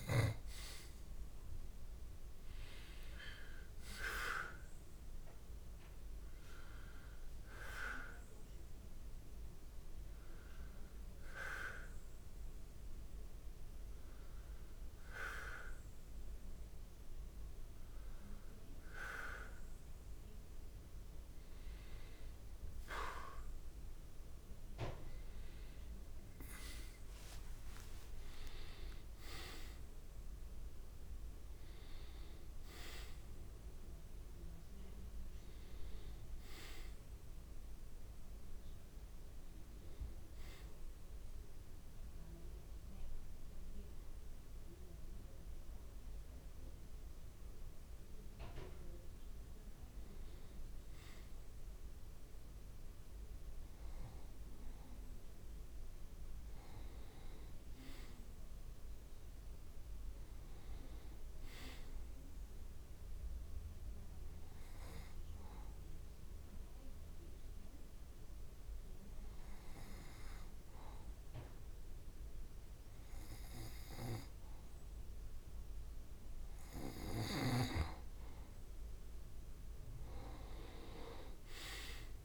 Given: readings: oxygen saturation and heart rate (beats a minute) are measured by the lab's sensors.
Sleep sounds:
breathing in sleep by a room microphone; 3
3.00-7.00 s: arousal
3.00-27.00 s: oxygen desaturation (device-marked, oxygen 91% before, 87% lowest)
10.50-21.00 s: hypopnea (oxygen 91% before, 87% lowest, heart rate 75 before, 38 extreme, up 56 after)
26.50-31.00 s: arousal
40.00-50.00 s: hypopnea (oxygen 95% before, 87% lowest)
54.50-58.00 s: arousal
59.00-77.00 s: oxygen desaturation (device-marked, oxygen 94% before, 91% lowest)
64.00-76.50 s: hypopnea (oxygen 95% before, 87% lowest)
From the record:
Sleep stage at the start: N2 (light sleep); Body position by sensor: on the back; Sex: male

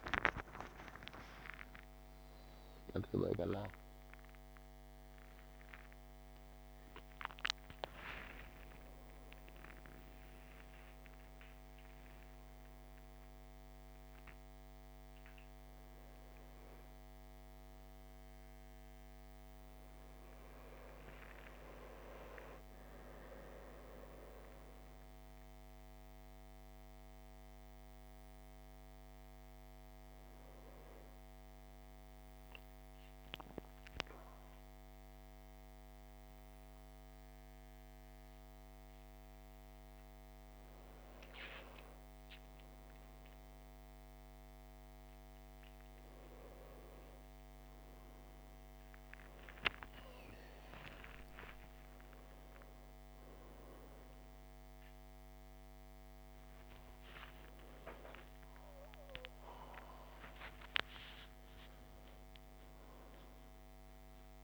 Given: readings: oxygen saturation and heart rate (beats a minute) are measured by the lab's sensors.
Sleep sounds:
a person awake in a sleep study, by a microphone on the trachea; none
5.00-64.44 s: new sleep stage, awake
From the record:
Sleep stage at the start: N2 (light sleep); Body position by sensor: on the back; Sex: male

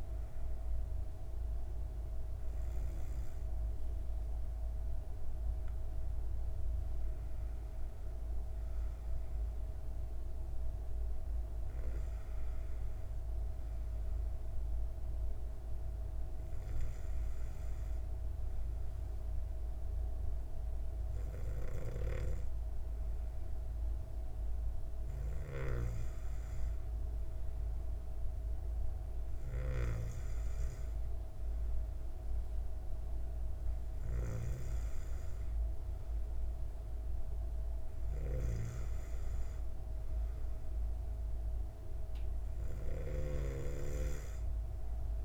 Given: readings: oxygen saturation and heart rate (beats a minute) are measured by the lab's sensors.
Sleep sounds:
breathing in sleep by a room microphone; none
none scored
From the record:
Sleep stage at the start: N2 (light sleep); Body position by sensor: on the back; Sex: female

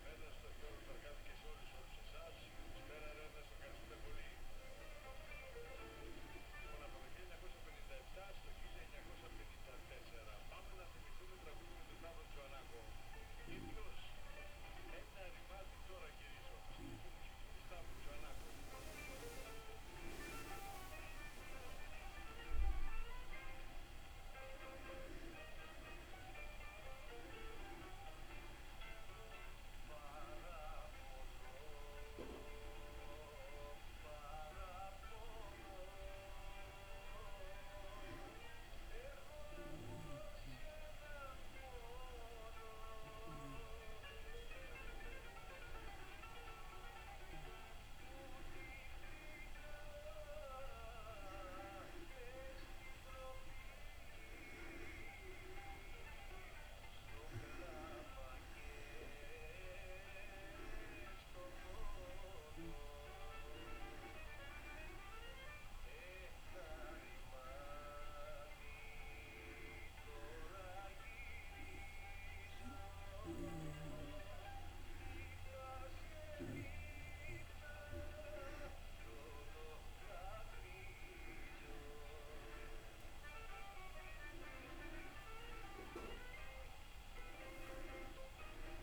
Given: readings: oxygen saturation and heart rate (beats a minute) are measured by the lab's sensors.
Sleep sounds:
a person partly awake in a sleep study, by a room microphone; none
19.00-23.00 s: arousal
64.50-88.83 s: new sleep stage, awake
From the record:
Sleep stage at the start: N2 (light sleep); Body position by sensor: on the back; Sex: female

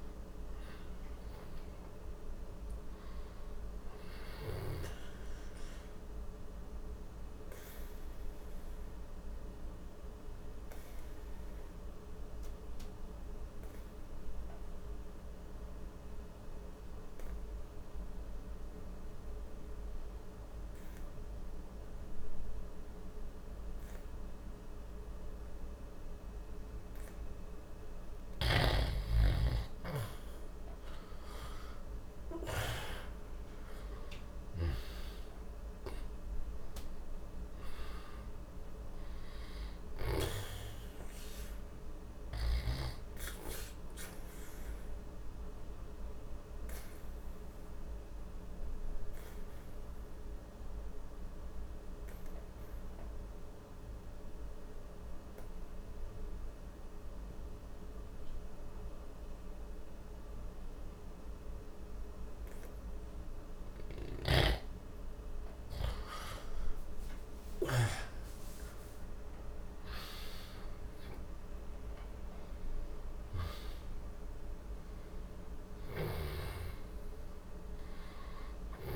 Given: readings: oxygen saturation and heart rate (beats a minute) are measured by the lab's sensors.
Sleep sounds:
breathing in sleep by a room microphone; 2
0.00-23.00 s: oxygen desaturation (device-marked, oxygen 87% lowest, heart rate 59 extreme)
5.50-27.50 s: obstructive apnea (oxygen 98% before, 86% lowest, heart rate 69 before, 59 extreme, up 2 after)
30.00-33.50 s: arousal
31.00-57.00 s: oxygen desaturation (device-marked, oxygen 97% before, 86% lowest, heart rate 60 before, 60 extreme)
42.00-64.00 s: obstructive apnea (oxygen 97% before, 86% lowest, heart rate 61 before, 60 extreme, up 12 after)
64.00-68.00 s: snoring (device-marked)
66.50-70.50 s: arousal
72.00-78.96 s: oxygen desaturation (device-marked, oxygen 97% before, 88% lowest, heart rate 63 before, 59 extreme)
75.50-78.96 s: snoring (device-marked)
From the record:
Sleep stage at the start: N2 (light sleep); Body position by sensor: on the back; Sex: male

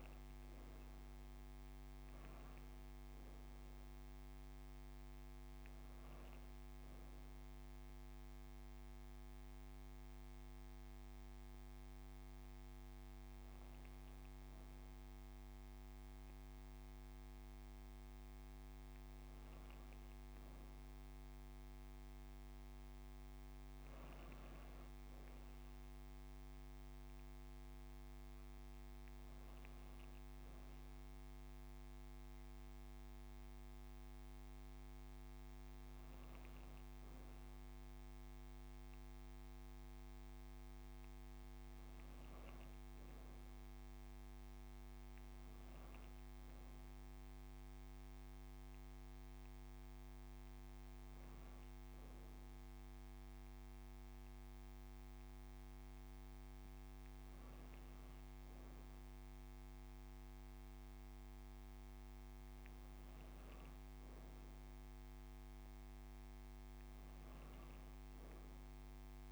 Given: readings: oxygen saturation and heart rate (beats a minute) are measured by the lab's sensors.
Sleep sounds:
breathing in sleep, hard to hear, by a microphone on the trachea; none
4.00-18.00 s: oxygen desaturation (device-marked, oxygen 96% before, 93% lowest)
From the record:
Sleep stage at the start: N2 (light sleep); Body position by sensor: on the back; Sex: female

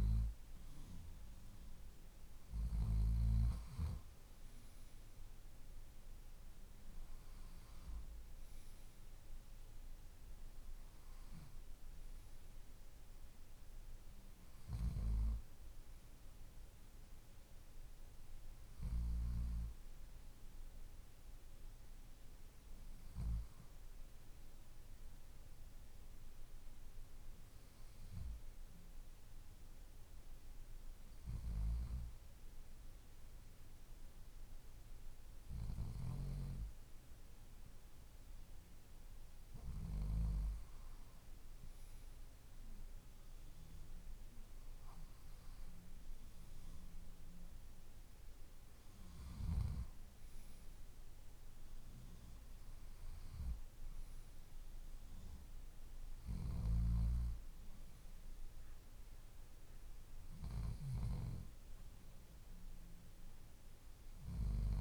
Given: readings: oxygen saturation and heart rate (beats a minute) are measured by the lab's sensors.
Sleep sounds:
breathing in sleep by a room microphone; none
none scored
From the record:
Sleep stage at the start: N2 (light sleep); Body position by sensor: on the left side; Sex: male

